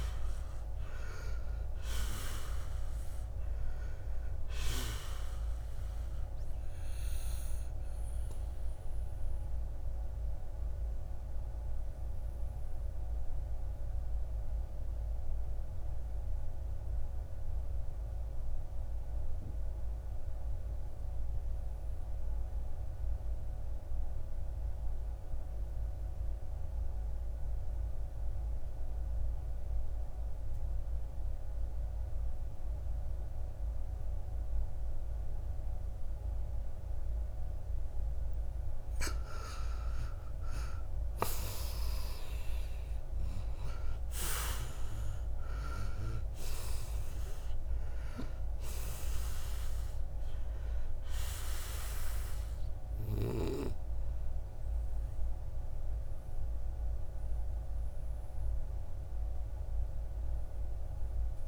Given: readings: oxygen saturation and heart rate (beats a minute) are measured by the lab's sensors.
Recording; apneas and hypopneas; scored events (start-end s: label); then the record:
breathing in sleep by a room microphone; 1
0.00-12.00 s: oxygen desaturation (device-marked, oxygen 78% lowest, heart rate 56 extreme)
5.00-37.00 s: obstructive apnea (oxygen 97% before, 78% lowest, heart rate 68 before, 56 extreme, up 11 after)
29.00-61.48 s: oxygen desaturation (device-marked, oxygen 99% before, 79% lowest, heart rate 58 before, 56 extreme)
39.50-43.00 s: arousal
From the record:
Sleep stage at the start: N2 (light sleep); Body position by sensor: on the back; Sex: male